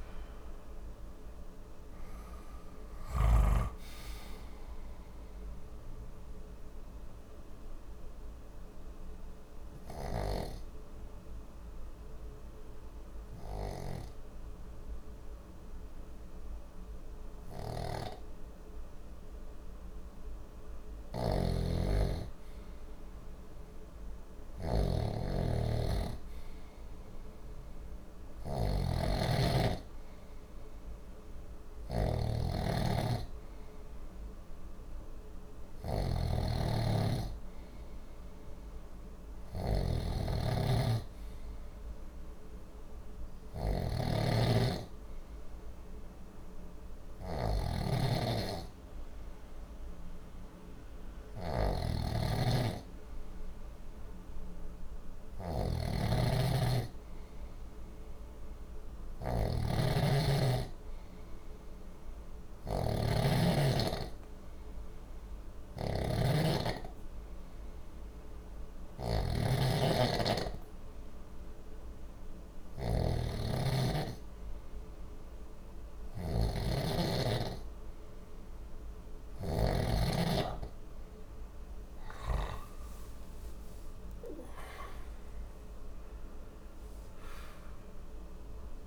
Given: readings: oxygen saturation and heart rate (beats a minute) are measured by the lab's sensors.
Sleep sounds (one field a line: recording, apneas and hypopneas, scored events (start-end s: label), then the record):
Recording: breathing in sleep by a room microphone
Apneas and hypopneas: 1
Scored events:
5.50-20.50 s: mixed apnea (oxygen 96% before, 93% lowest, heart rate 60 before, 59 extreme, up 1 after)
17.00-79.00 s: snoring (device-marked)
23.50-28.00 s: arousal
82.00-87.50 s: arousal
From the record:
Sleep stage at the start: N2 (light sleep)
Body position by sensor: on the left side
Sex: male